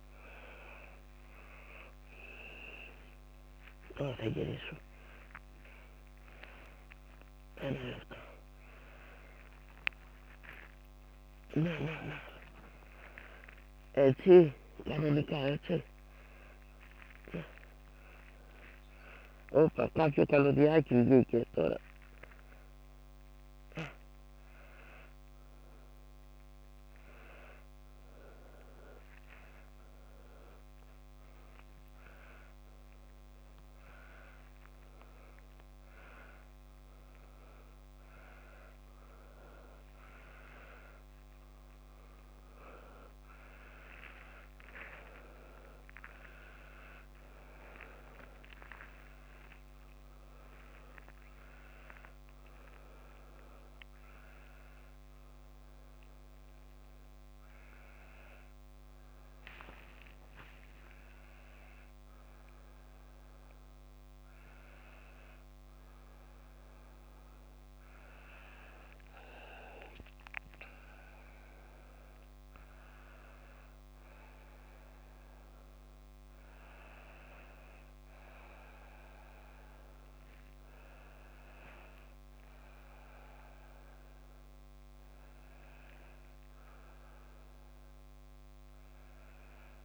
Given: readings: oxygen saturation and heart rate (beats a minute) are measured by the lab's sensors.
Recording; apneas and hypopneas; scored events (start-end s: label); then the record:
a person awake in a sleep study, by a microphone on the trachea; none
13.50-20.00 s: snoring (device-marked)
From the record:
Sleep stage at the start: awake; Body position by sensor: upright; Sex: female